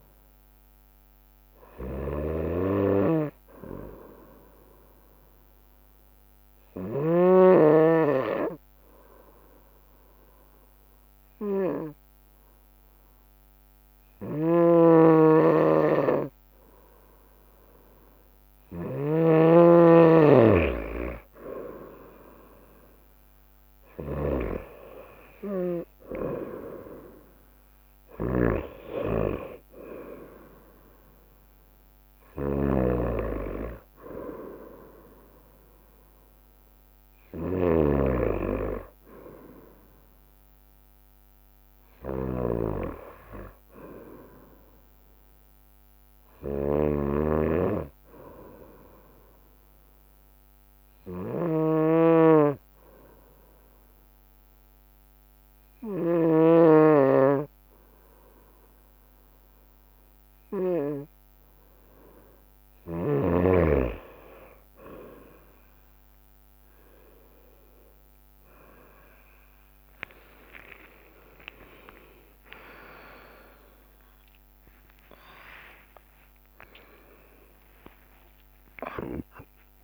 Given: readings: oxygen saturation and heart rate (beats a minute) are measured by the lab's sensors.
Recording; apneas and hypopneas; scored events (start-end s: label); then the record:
a person partly awake in a sleep study, by a microphone on the trachea; 2
0.00-7.50 s: snoring (device-marked)
5.00-9.00 s: bradycardia (device-marked, heart rate 65 before, 59 extreme)
6.00-19.50 s: obstructive apnea (oxygen 96% before, 92% lowest, heart rate 64 before, 60 extreme, up 9 after)
14.00-61.00 s: snoring (device-marked)
19.00-32.00 s: drop in pulse transit time (device-marked, heart rate 61 before, 65 extreme)
26.00-29.50 s: arousal
48.50-62.00 s: obstructive apnea (oxygen 95% before, 91% lowest, heart rate 65 before, 64 extreme, up 5 after)
55.00-79.84 s: new sleep stage, awake
64.00-79.84 s: oxygen desaturation (device-marked, oxygen 96% before, 91% lowest, heart rate 65 before, 66 extreme)
71.00-79.84 s: drop in pulse transit time (device-marked, heart rate 66 before, 75 extreme)
From the record:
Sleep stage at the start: N2 (light sleep); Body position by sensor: on the right side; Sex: female